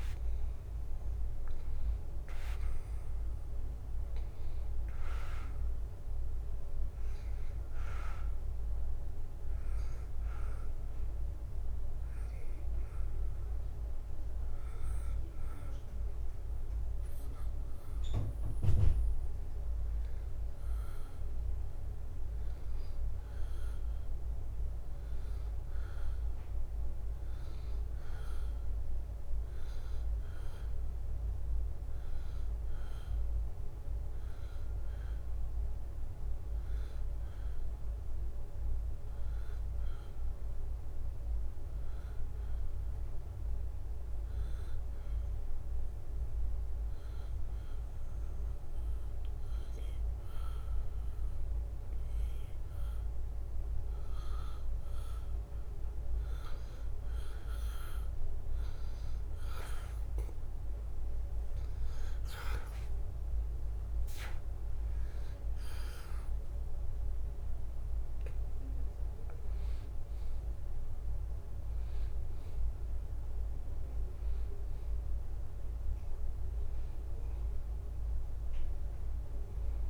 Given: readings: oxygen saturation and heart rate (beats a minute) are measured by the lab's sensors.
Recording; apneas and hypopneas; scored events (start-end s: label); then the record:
breathing in sleep, hard to hear, by a room microphone; 2
0.00-2.50 s: oxygen desaturation (device-marked, oxygen 90% lowest, heart rate 78 extreme)
10.50-21.50 s: hypopnea (oxygen 94% before, 90% lowest, heart rate 79 before, 78 extreme, up 0 after)
24.50-28.00 s: arousal
42.50-55.00 s: obstructive apnea (oxygen 93% before, 90% lowest, heart rate 79 before, 79 extreme, up 1 after)
63.00-68.50 s: arousal
63.50-79.90 s: oxygen desaturation (device-marked, oxygen 94% before, 90% lowest, heart rate 80 before, 77 extreme)
From the record:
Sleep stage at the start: N2 (light sleep); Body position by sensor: on the back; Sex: male